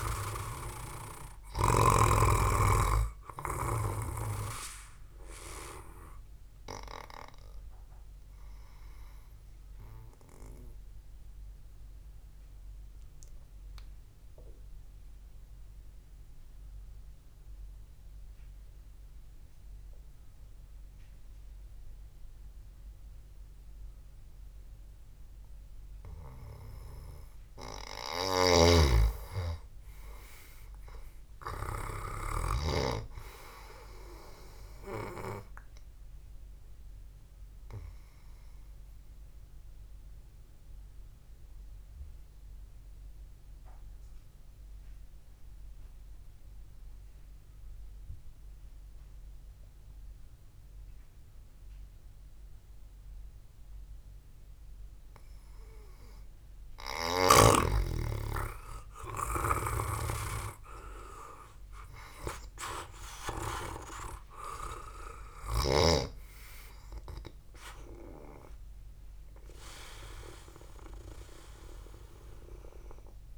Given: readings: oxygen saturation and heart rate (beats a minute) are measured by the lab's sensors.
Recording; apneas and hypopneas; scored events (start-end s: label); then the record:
breathing in sleep by a room microphone; 2
0.00-1.50 s: oxygen desaturation (device-marked, oxygen 93% lowest, heart rate 62 extreme)
0.00-2.00 s: arousal
0.00-2.50 s: snoring (device-marked)
11.00-28.00 s: mixed apnea (oxygen 95% before, 91% lowest, heart rate 68 before, 64 extreme, up 4 after)
29.00-33.50 s: snoring (device-marked)
30.50-35.00 s: arousal
40.50-55.00 s: obstructive apnea (oxygen 98% before, 91% lowest, heart rate 69 before, 63 extreme, up 4 after)
59.50-64.00 s: arousal
63.50-73.37 s: oxygen desaturation (device-marked, oxygen 98% before, 92% lowest, heart rate 66 before, 62 extreme)
From the record:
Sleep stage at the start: N2 (light sleep); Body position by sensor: on the back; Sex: male